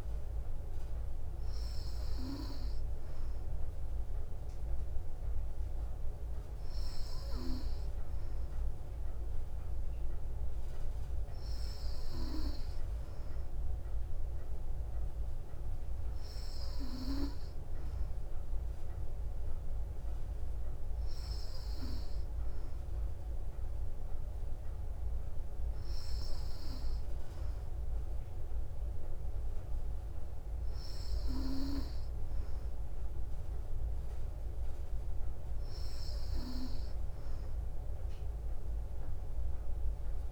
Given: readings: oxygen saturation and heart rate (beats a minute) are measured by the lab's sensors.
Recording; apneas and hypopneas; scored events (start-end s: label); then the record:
breathing in sleep by a room microphone; none
none scored
From the record:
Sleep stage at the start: N3 (deep sleep); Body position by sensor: on the back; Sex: female